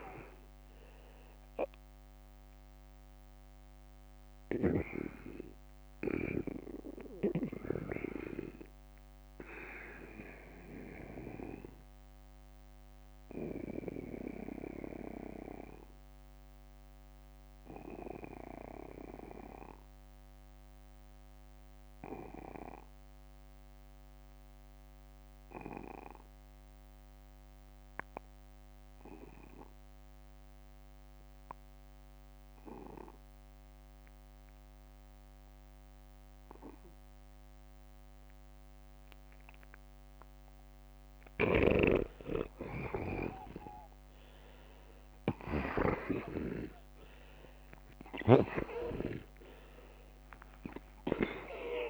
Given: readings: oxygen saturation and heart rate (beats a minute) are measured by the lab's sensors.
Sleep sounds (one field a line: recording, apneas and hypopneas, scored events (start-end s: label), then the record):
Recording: breathing in sleep by a microphone on the trachea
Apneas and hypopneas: 1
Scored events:
1.50-39.50 s: obstructive apnea (oxygen 97% before, 82% lowest, heart rate 57 before, 40 extreme, up 17 after)
4.00-24.00 s: oxygen desaturation (device-marked, oxygen 94% before, 84% lowest, heart rate 59 before, 40 extreme)
14.50-16.50 s: long interval between heartbeats (device-marked, heart rate 63 before, 67 extreme)
28.50-30.50 s: long interval between heartbeats (device-marked, heart rate 58 before, 50 extreme)
40.00-51.90 s: oxygen desaturation (device-marked, oxygen 96% before, 92% lowest, heart rate 51 before, 50 extreme)
41.50-47.00 s: arousal
49.50-51.50 s: long interval between heartbeats (device-marked, heart rate 51 before, 70 extreme)
From the record:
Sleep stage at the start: N2 (light sleep)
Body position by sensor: on the back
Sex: male